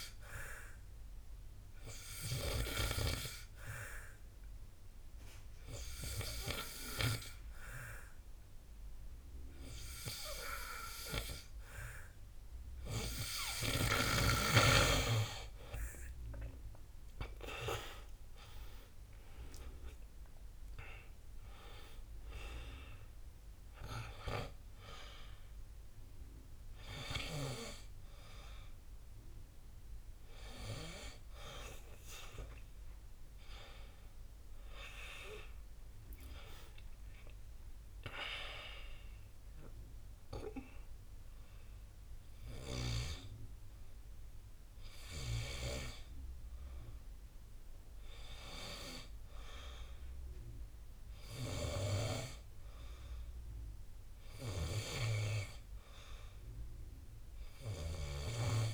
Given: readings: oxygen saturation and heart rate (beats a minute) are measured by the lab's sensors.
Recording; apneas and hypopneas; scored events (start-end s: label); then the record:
breathing in sleep by a room microphone; 1
1.00-12.50 s: hypopnea (oxygen 92% before, 89% lowest, heart rate 60 before, 54 extreme, up 17 after)
17.50-22.00 s: arousal
From the record:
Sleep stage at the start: N2 (light sleep); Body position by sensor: on the back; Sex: male